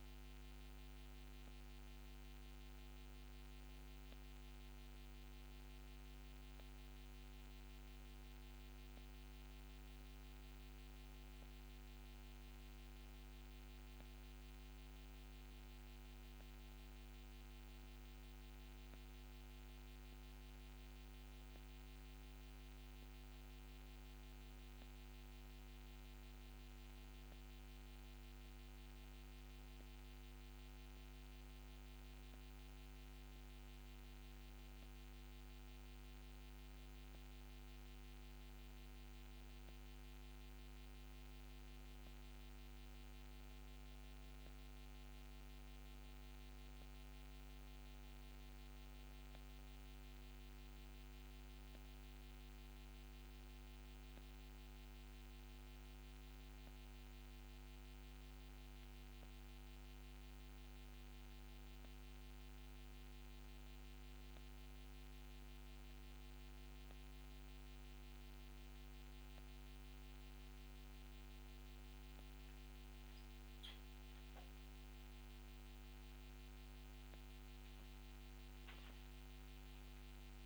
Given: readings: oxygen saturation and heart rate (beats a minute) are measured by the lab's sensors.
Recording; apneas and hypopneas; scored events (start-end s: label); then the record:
breathing in sleep, hard to hear, by a microphone on the trachea; none
63.50-80.46 s: new sleep stage, awake
From the record:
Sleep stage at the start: N1 (lightest sleep); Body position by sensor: on the back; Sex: female